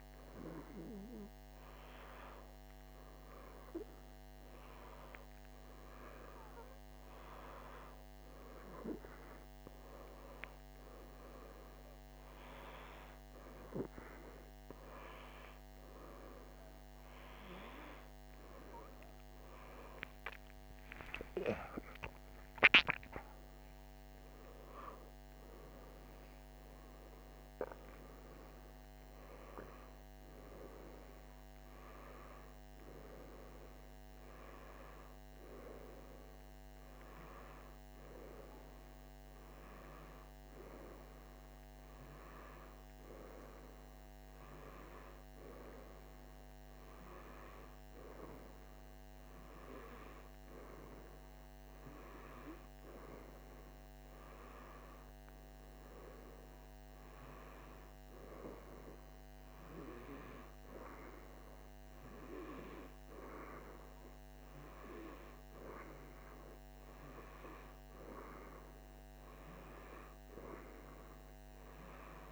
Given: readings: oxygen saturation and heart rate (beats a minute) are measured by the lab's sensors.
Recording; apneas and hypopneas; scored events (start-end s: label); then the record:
a person partly awake in a sleep study, by a microphone on the trachea; none
30.00-72.32 s: new sleep stage, N2 (light sleep)
From the record:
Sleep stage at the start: awake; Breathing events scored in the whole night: 209 in 5.7 hours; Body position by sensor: on the right side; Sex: male